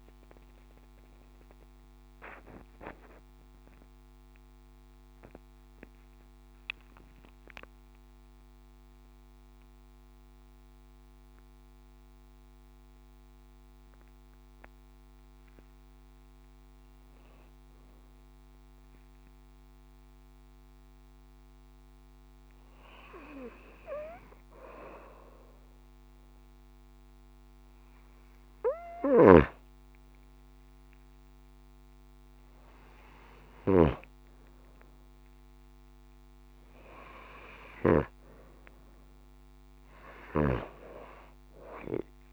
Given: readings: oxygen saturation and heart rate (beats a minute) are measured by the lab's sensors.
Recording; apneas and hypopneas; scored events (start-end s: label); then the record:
breathing in sleep by a microphone on the trachea; 1
2.50-16.00 s: central apnea (oxygen 98% before, 93% lowest)
18.00-22.50 s: arousal
23.50-25.50 s: long interval between heartbeats (device-marked)
34.50-42.33 s: oxygen desaturation (device-marked, oxygen 98% before, 94% lowest)
From the record:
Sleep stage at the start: N2 (light sleep); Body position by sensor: on the back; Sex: female